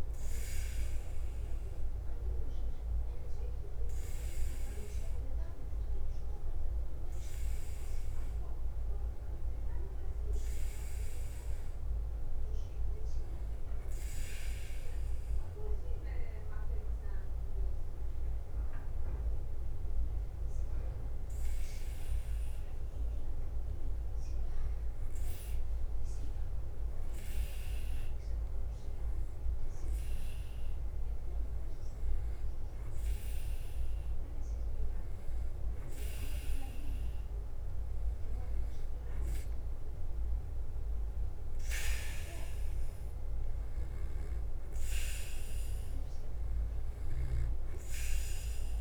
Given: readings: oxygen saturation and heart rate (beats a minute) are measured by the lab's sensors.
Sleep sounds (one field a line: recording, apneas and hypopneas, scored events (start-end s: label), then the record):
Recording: breathing in sleep, hard to hear, by a room microphone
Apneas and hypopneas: 1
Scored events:
0.00-48.81 s: bradycardia (device-marked, heart rate 45 extreme)
3.50-36.00 s: hypopnea (oxygen 97% before, 93% lowest, heart rate 52 before, 45 extreme, up 0 after)
17.00-19.00 s: long interval between heartbeats (device-marked, heart rate 51 before, 52 extreme)
39.50-43.00 s: arousal
From the record:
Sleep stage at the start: N2 (light sleep)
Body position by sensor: on the back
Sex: male